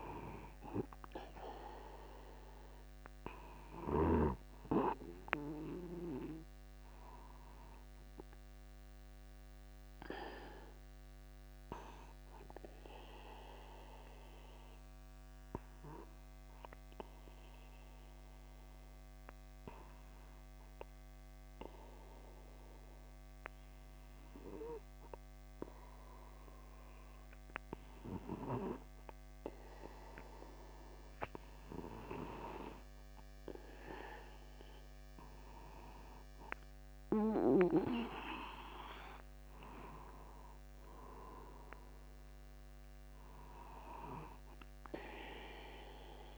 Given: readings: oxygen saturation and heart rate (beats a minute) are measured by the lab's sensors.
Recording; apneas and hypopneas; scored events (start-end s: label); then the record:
breathing in sleep by a microphone on the trachea; 1
10.00-32.00 s: obstructive apnea (oxygen 98% before, 94% lowest, heart rate 51 before, 51 extreme, up 0 after)
34.50-38.00 s: arousal
From the record:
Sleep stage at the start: N2 (light sleep); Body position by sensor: upright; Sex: male